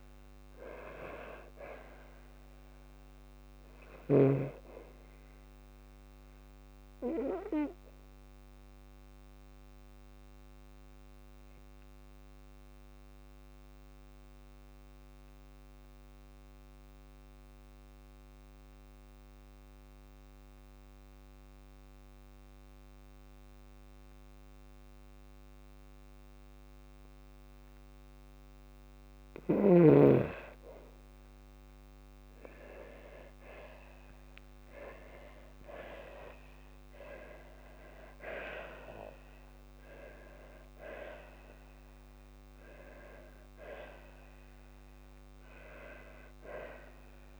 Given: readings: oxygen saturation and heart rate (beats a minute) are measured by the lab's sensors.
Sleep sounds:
breathing in sleep by a microphone on the trachea; 1
7.00-28.00 s: obstructive apnea (oxygen 98% before, 90% lowest, heart rate 60 before, 52 extreme, up 53 after)
19.00-33.00 s: oxygen desaturation (device-marked, oxygen 96% before, 90% lowest, heart rate 56 before, 52 extreme)
32.00-39.00 s: tachycardia (device-marked, heart rate 57 before, 140 extreme)
33.50-38.00 s: arousal
34.00-36.00 s: long interval between heartbeats (device-marked, heart rate 54 before, 85 extreme)
36.00-38.00 s: long interval between heartbeats (device-marked, heart rate 58 before, 124 extreme)
From the record:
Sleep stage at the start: N2 (light sleep); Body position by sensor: on the back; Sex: female

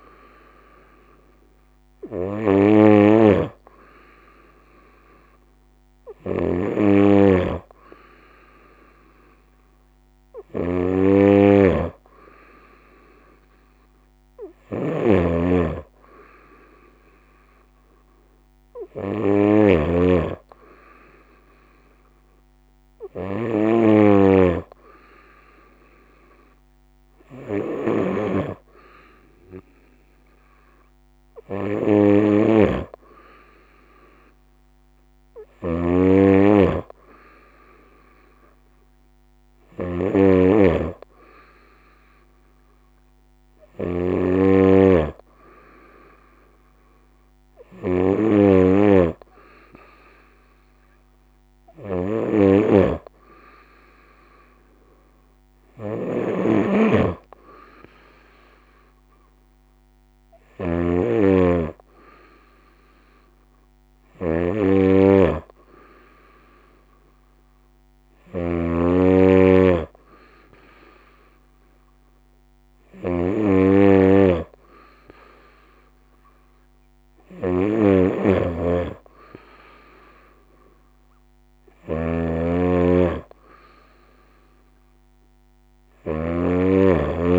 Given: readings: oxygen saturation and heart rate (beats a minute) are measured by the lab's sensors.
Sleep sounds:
breathing in sleep by a microphone on the trachea; none
0.00-87.39 s: snoring (device-marked)
From the record:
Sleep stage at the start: N2 (light sleep); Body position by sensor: on the right side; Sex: female

